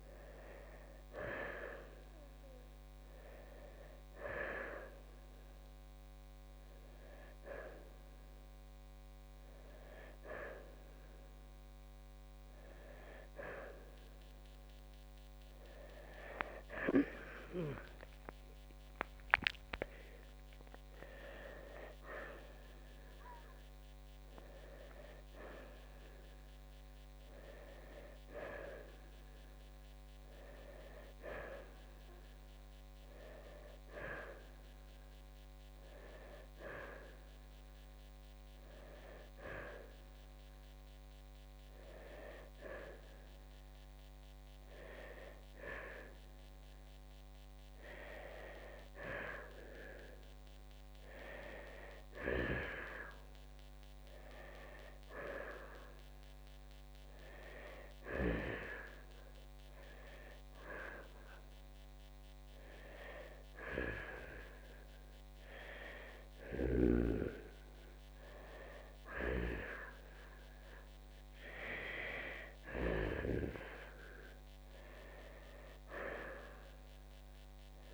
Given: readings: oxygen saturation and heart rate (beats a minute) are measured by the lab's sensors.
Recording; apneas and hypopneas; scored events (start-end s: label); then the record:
breathing in sleep by a microphone on the trachea; none
8.00-28.00 s: oxygen desaturation (device-marked, oxygen 90% before, 87% lowest, heart rate 65 before, 59 extreme)
17.50-21.50 s: arousal
From the record:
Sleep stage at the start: N2 (light sleep); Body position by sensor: on the right side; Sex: male